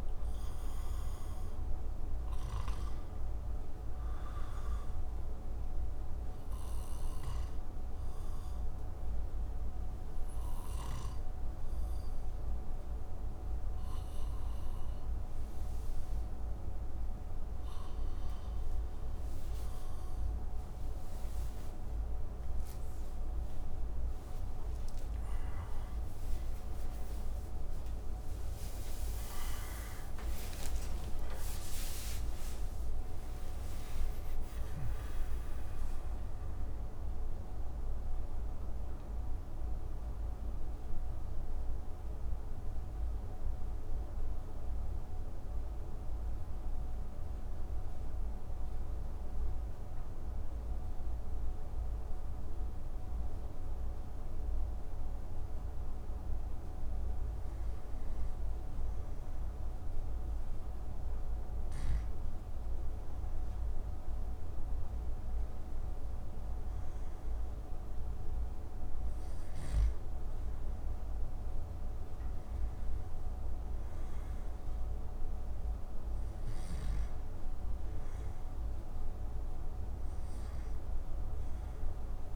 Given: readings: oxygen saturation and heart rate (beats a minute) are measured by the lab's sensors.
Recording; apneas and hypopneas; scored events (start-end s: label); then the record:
breathing in sleep, hard to hear, by a room microphone; 2
5.00-18.00 s: obstructive apnea (oxygen 97% before, 92% lowest)
8.50-21.50 s: oxygen desaturation (device-marked, oxygen 97% before, 92% lowest)
22.50-52.50 s: new sleep stage, N1 (lightest sleep)
23.50-30.50 s: arousal
30.50-44.50 s: oxygen desaturation (device-marked, oxygen 96% before, 93% lowest)
38.50-60.50 s: hypopnea (oxygen 96% before, 91% lowest)
52.50-82.36 s: new sleep stage, N2 (light sleep)
63.00-68.00 s: arousal
65.50-70.50 s: oxygen desaturation (device-marked, oxygen 98% before, 96% lowest)
From the record:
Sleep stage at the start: N2 (light sleep); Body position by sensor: on the back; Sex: male